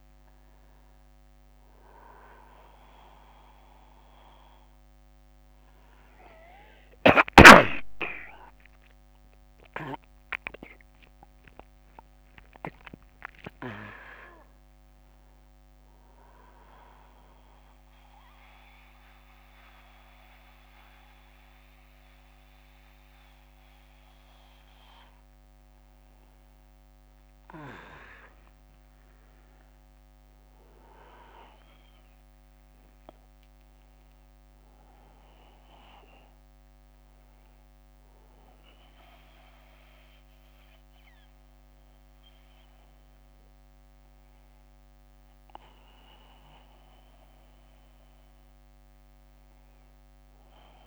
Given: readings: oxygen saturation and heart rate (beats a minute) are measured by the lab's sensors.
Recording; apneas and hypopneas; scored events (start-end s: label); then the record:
a person partly awake in a sleep study, by a microphone on the trachea; none
19.00-50.87 s: new sleep stage, N1 (lightest sleep)
From the record:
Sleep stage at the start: awake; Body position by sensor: on the back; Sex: male